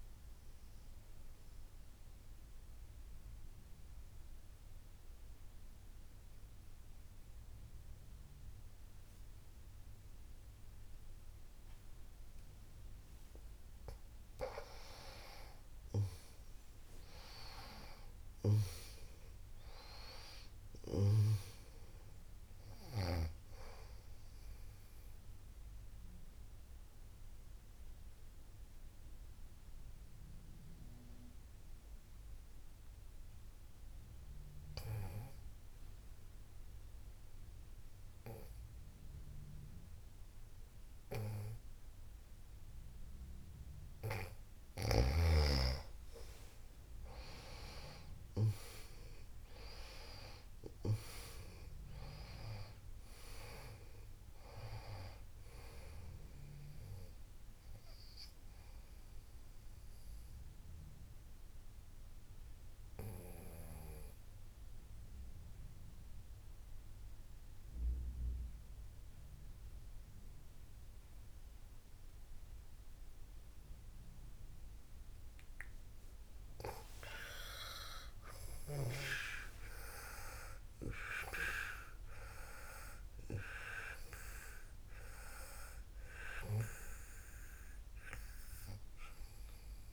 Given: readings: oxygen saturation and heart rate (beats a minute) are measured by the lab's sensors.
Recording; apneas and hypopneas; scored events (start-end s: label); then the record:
breathing in sleep by a room microphone; 3
0.00-9.00 s: oxygen desaturation (device-marked, oxygen 91% lowest, heart rate 57 extreme)
2.50-15.00 s: obstructive apnea (oxygen 97% before, 91% lowest, heart rate 93 before, 55 extreme, up 19 after)
17.50-21.50 s: arousal
24.00-38.00 s: oxygen desaturation (device-marked, oxygen 99% before, 94% lowest, heart rate 73 before, 55 extreme)
27.00-45.50 s: obstructive apnea (oxygen 99% before, 92% lowest, heart rate 73 before, 54 extreme, up 34 after)
46.50-51.00 s: arousal
51.00-73.00 s: oxygen desaturation (device-marked, oxygen 98% before, 92% lowest, heart rate 65 before, 53 extreme)
60.00-77.50 s: obstructive apnea (oxygen 98% before, 92% lowest, heart rate 72 before, 53 extreme, up 56 after)
78.00-81.50 s: arousal
83.00-89.93 s: oxygen desaturation (device-marked, oxygen 98% before, 92% lowest, heart rate 68 before, 53 extreme)
From the record:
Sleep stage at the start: N2 (light sleep); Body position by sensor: on the back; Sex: female